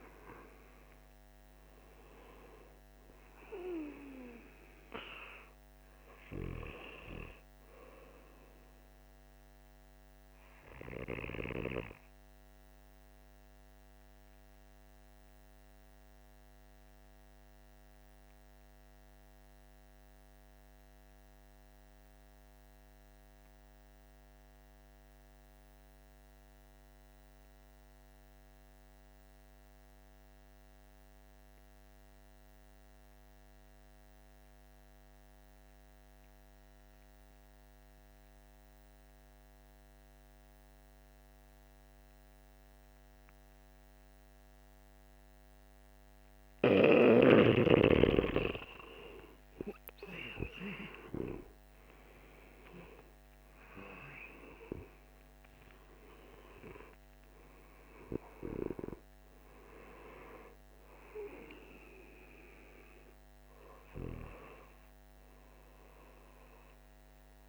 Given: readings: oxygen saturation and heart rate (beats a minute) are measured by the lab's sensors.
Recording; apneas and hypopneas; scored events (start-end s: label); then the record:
breathing in sleep by a microphone on the trachea; 1
0.00-20.00 s: oxygen desaturation (device-marked, oxygen 86% lowest, heart rate 46 extreme)
14.50-45.50 s: mixed apnea (oxygen 98% before, 84% lowest, heart rate 56 before, 48 extreme, up 11 after)
36.00-67.49 s: oxygen desaturation (device-marked, oxygen 99% before, 84% lowest, heart rate 48 before, 48 extreme)
49.50-54.50 s: arousal
From the record:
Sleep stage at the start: N2 (light sleep); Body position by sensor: on the back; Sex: male